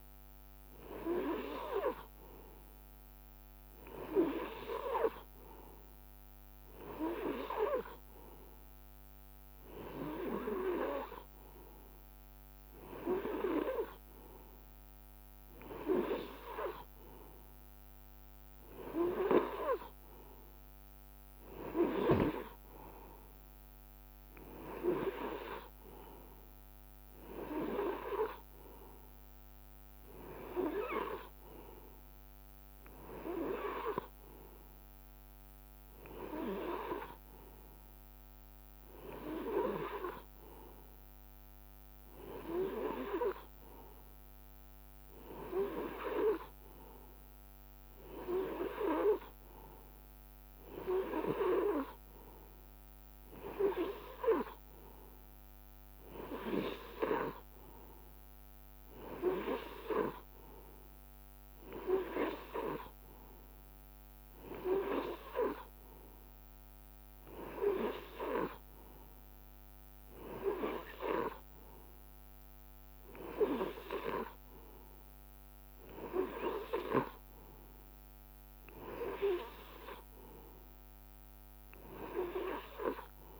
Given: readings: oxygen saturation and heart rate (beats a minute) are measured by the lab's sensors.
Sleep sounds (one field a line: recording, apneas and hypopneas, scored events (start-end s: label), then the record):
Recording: breathing in sleep by a microphone on the trachea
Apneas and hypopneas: none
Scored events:
69.50-83.40 s: new sleep stage, N3 (deep sleep)
From the record:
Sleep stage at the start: N2 (light sleep)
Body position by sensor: on the right side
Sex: male